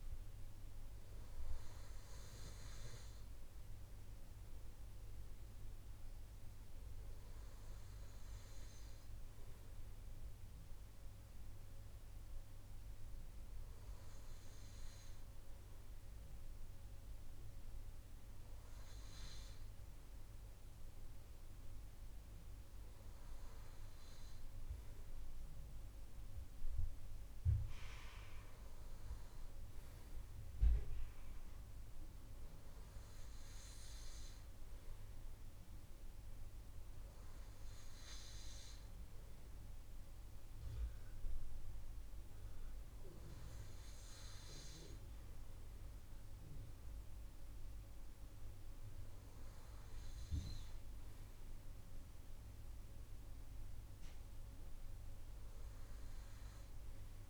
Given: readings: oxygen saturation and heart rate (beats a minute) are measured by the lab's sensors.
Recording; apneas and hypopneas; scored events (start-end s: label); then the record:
breathing in sleep, hard to hear, by a room microphone; none
none scored
From the record:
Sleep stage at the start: N2 (light sleep); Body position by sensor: on the right side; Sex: male